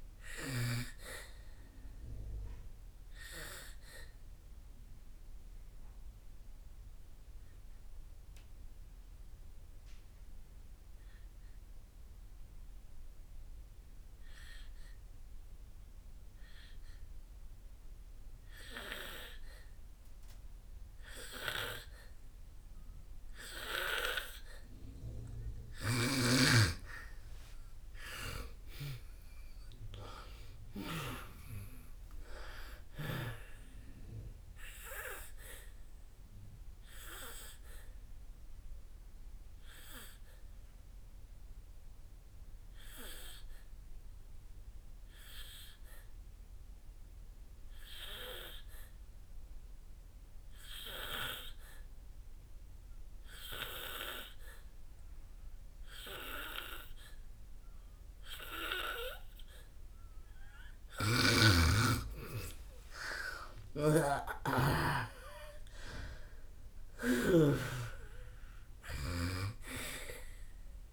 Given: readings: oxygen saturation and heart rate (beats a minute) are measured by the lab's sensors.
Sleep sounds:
breathing in sleep by a room microphone; 2
0.00-24.00 s: oxygen desaturation (device-marked, oxygen 97% before, 86% lowest, heart rate 65 before, 55 extreme)
0.50-26.50 s: obstructive apnea (oxygen 97% before, 86% lowest, heart rate 65 before, 55 extreme, up 13 after)
27.50-31.00 s: arousal
35.00-61.00 s: mixed apnea (oxygen 99% before, 88% lowest, heart rate 64 before, 48 extreme, up 3 after)
38.00-57.00 s: oxygen desaturation (device-marked, oxygen 98% before, 90% lowest, heart rate 66 before, 48 extreme)
61.50-68.00 s: snoring (device-marked)
62.50-68.00 s: arousal
63.00-70.93 s: oxygen desaturation (device-marked, oxygen 97% before, 88% lowest, heart rate 59 before, 52 extreme)
From the record:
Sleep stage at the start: N2 (light sleep); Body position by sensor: on the back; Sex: female

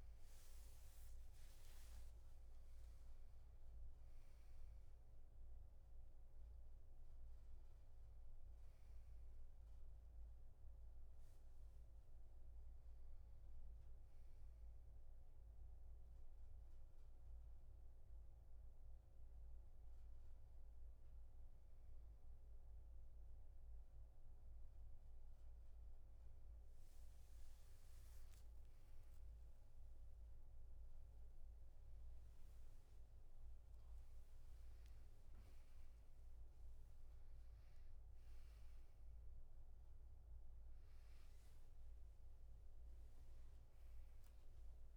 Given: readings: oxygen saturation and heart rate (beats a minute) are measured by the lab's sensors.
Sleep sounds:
a person partly awake in a sleep study, hard to hear, by a room microphone; none
33.00-44.97 s: new sleep stage, awake
From the record:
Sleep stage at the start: N1 (lightest sleep); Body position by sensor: on the back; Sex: male

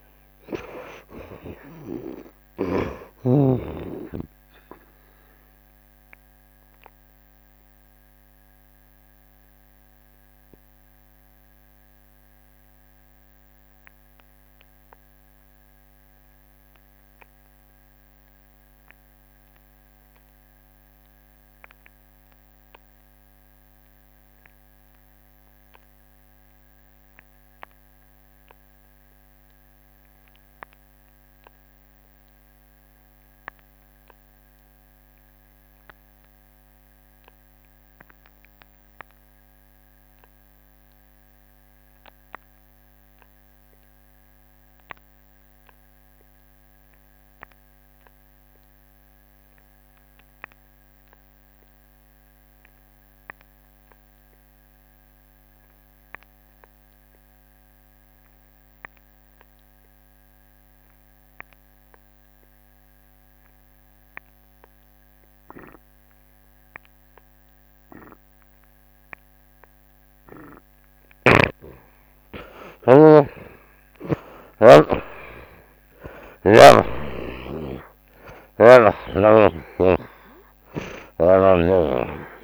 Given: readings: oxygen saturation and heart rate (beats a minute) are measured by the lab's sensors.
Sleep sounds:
breathing in sleep by a microphone on the trachea; 1
0.00-3.50 s: snoring (device-marked)
0.00-19.50 s: oxygen desaturation (device-marked, oxygen 59% lowest, heart rate 58 extreme)
1.00-3.00 s: long interval between heartbeats (device-marked, heart rate 83 before, 100 extreme)
3.00-5.00 s: long interval between heartbeats (device-marked, heart rate 85 before, 74 extreme)
6.00-8.00 s: long interval between heartbeats (device-marked, heart rate 84 before, 65 extreme)
6.00-70.50 s: mixed apnea (oxygen 63% before, 56% lowest, heart rate 84 before, 60 extreme, up 48 after)
10.50-12.50 s: long interval between heartbeats (device-marked, heart rate 81 before, 60 extreme)
21.50-23.50 s: long interval between heartbeats (device-marked, heart rate 69 before, 64 extreme)
21.50-82.44 s: oxygen desaturation (device-marked, oxygen 90% before, 56% lowest, heart rate 69 before, 65 extreme)
68.50-76.50 s: tachycardia (device-marked, heart rate 80 before, 127 extreme)
71.00-73.00 s: long interval between heartbeats (device-marked, heart rate 79 before, 86 extreme)
71.00-74.50 s: snoring (device-marked)
72.00-75.50 s: arousal
74.00-76.00 s: long interval between heartbeats (device-marked, heart rate 82 before, 117 extreme)
78.50-80.50 s: long interval between heartbeats (device-marked, heart rate 93 before, 96 extreme)
From the record:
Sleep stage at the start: N2 (light sleep); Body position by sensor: on the right side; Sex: male

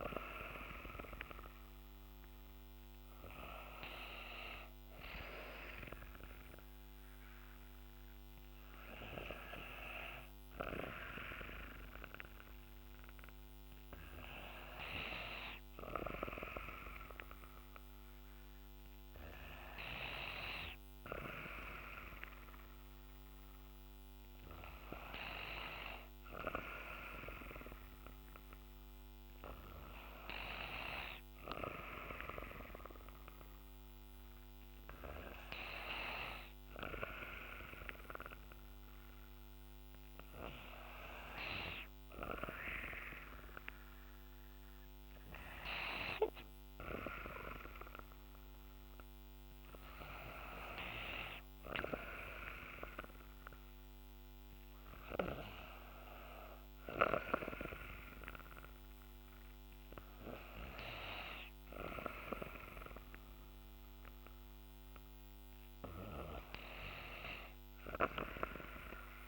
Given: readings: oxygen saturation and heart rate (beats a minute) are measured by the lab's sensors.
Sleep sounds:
breathing in sleep by a microphone on the trachea; none
none scored
From the record:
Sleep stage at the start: N2 (light sleep); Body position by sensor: on the back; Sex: female

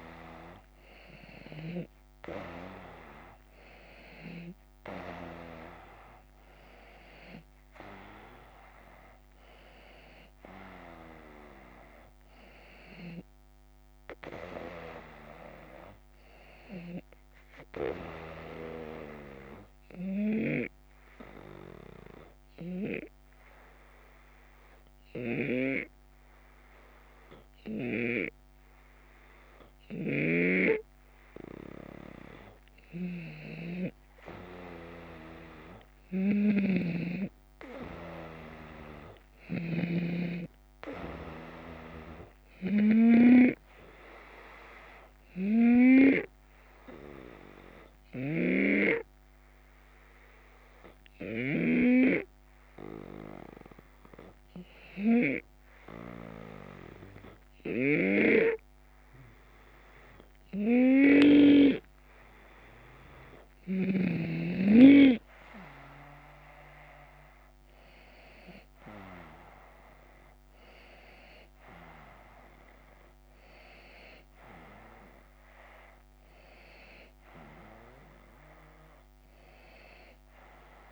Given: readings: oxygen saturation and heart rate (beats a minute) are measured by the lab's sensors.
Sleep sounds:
breathing in sleep by a microphone on the trachea; 2
0.00-1.50 s: snoring (device-marked)
0.00-2.00 s: arousal
7.50-19.50 s: drop in pulse transit time (device-marked, heart rate 78 before, 78 extreme)
18.00-31.00 s: obstructive apnea (oxygen 95% before, 91% lowest, heart rate 80 before, 77 extreme, up 2 after)
29.50-51.50 s: snoring (device-marked)
33.50-37.50 s: arousal
45.50-61.00 s: obstructive apnea (oxygen 95% before, 91% lowest, heart rate 79 before, 77 extreme, up 6 after)
57.50-61.00 s: snoring (device-marked)
64.50-68.00 s: arousal
66.50-80.50 s: drop in pulse transit time (device-marked, heart rate 79 before, 78 extreme)
From the record:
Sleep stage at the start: N2 (light sleep); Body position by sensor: on the left side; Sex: male

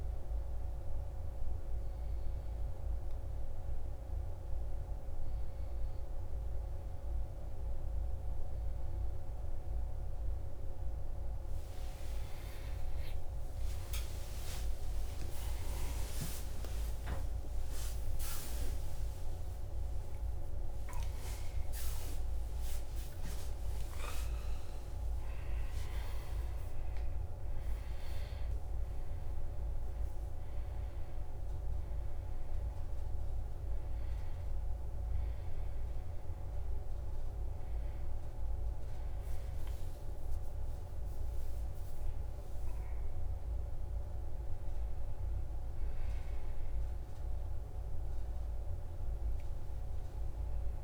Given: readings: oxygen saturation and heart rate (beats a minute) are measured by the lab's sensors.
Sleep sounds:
a person awake in a sleep study, hard to hear, by a room microphone; none
none scored
From the record:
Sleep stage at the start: awake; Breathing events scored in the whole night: 247 in 3.8 hours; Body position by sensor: on the back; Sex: male

